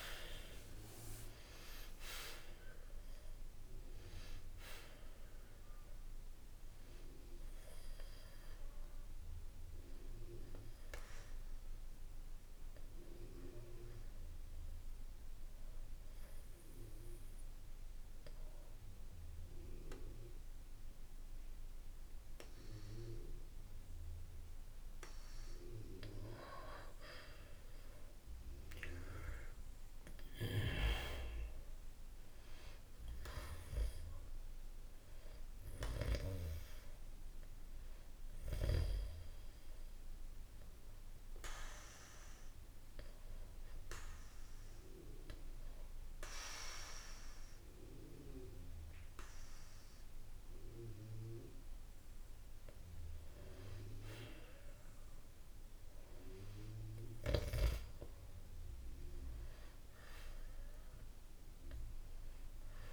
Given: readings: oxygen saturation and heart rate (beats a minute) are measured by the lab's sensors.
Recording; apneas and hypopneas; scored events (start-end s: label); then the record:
breathing in sleep by a room microphone; 2
0.00-1.50 s: arousal
12.50-25.00 s: obstructive apnea (oxygen 96% before, 93% lowest, heart rate 67 before, 63 extreme, up 1 after)
29.50-33.50 s: arousal
36.50-53.50 s: oxygen desaturation (device-marked, oxygen 97% before, 93% lowest, heart rate 64 before, 63 extreme)
38.00-51.00 s: hypopnea (oxygen 97% before, 93% lowest, heart rate 64 before, 63 extreme, up 1 after)
54.00-58.50 s: arousal
From the record:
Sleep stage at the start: N2 (light sleep); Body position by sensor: on the back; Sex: male